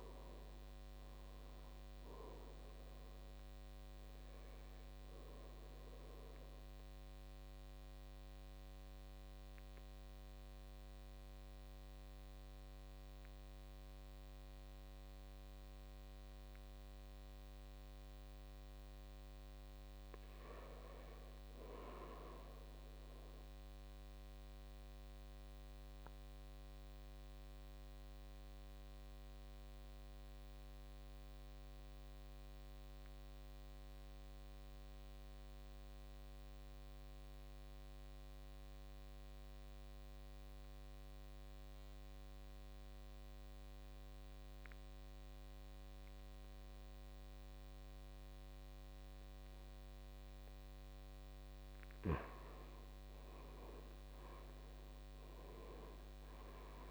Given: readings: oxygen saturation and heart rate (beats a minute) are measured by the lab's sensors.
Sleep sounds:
breathing in sleep, hard to hear, by a microphone on the trachea; 2
0.00-19.50 s: oxygen desaturation (device-marked, oxygen 77% lowest, heart rate 52 extreme)
7.00-19.00 s: obstructive apnea (oxygen 99% before, 74% lowest, heart rate 68 before, 52 extreme, up 8 after)
20.00-22.50 s: arousal
24.50-51.00 s: obstructive apnea (oxygen 100% before, 74% lowest, heart rate 57 before, 52 extreme, up 11 after)
32.50-34.50 s: long interval between heartbeats (device-marked, heart rate 57 before, 59 extreme)
39.50-56.91 s: oxygen desaturation (device-marked, oxygen 98% before, 74% lowest, heart rate 58 before, 55 extreme)
52.50-56.50 s: arousal
From the record:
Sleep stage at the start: N2 (light sleep); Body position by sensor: on the back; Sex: male

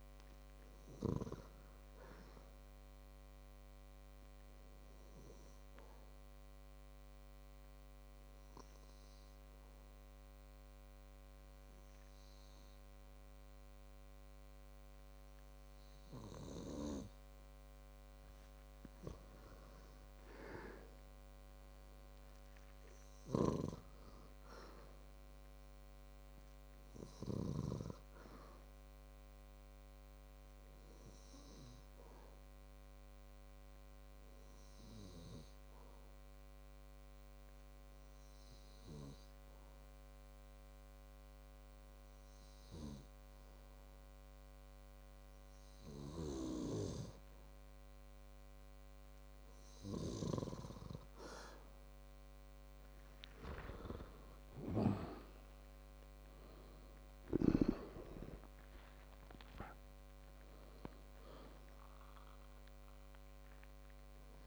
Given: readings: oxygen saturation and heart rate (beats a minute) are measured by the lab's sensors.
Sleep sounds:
breathing in sleep by a microphone on the trachea; 2
4.00-18.50 s: obstructive apnea (oxygen 97% before, 95% lowest, heart rate 58 before, 57 extreme, up 8 after)
21.00-23.50 s: arousal
30.00-51.50 s: obstructive apnea (oxygen 97% before, 95% lowest, heart rate 60 before, 50 extreme, up 10 after)
54.50-58.50 s: arousal
From the record:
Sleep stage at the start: N2 (light sleep); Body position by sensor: on the back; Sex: male

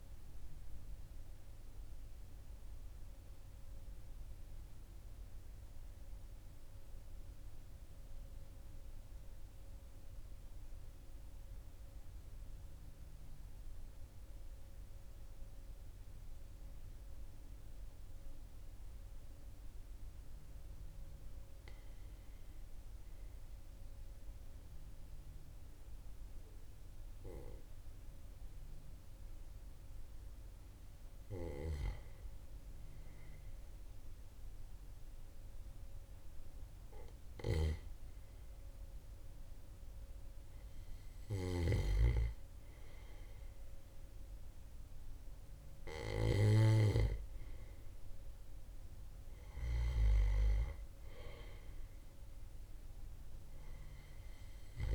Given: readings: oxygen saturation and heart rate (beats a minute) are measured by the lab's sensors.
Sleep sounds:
breathing in sleep by a room microphone; 1
0.00-15.00 s: oxygen desaturation (device-marked, oxygen 94% lowest, heart rate 40 extreme)
0.50-21.00 s: obstructive apnea (oxygen 98% before, 94% lowest, heart rate 42 before, 40 extreme, up 1 after)
23.00-27.00 s: arousal
From the record:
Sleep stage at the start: N2 (light sleep); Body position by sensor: on the back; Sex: male

